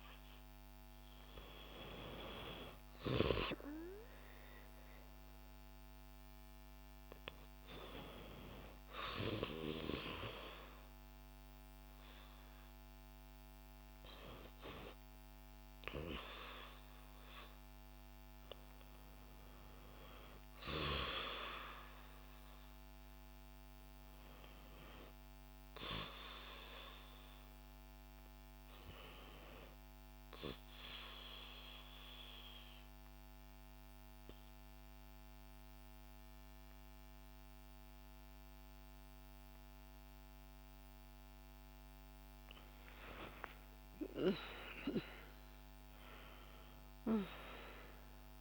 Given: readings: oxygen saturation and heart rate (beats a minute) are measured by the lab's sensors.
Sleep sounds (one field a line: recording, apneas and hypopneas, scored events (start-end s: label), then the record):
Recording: breathing in sleep by a microphone on the trachea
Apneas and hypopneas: 1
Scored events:
30.50-41.50 s: obstructive apnea (oxygen 96% before, 91% lowest, heart rate 65 before, 61 extreme, up 21 after)
43.00-47.50 s: arousal
43.50-48.41 s: oxygen desaturation (device-marked, oxygen 95% before, 91% lowest, heart rate 66 before, 61 extreme)
From the record:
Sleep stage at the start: REM sleep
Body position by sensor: on the back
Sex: female